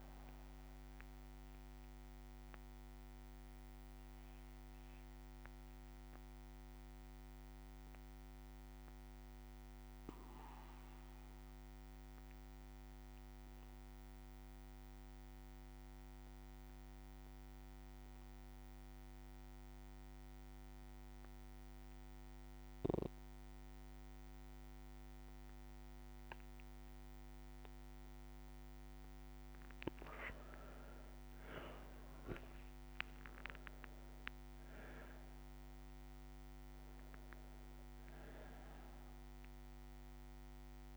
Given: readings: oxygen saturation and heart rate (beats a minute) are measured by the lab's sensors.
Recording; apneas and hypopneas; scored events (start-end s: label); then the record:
breathing in sleep, hard to hear, by a microphone on the trachea; 1
5.00-27.00 s: obstructive apnea (oxygen 97% before, 93% lowest, heart rate 83 before, 58 extreme, up 4 after)
11.50-15.50 s: bradycardia (device-marked, heart rate 63 before, 59 extreme)
16.50-18.50 s: bradycardia (device-marked, heart rate 62 before, 59 extreme)
19.50-23.50 s: bradycardia (device-marked, heart rate 62 before, 59 extreme)
28.50-33.00 s: arousal
30.50-40.97 s: oxygen desaturation (device-marked, oxygen 99% before, 93% lowest, heart rate 60 before, 55 extreme)
From the record:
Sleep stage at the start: N2 (light sleep); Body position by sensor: on the back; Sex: male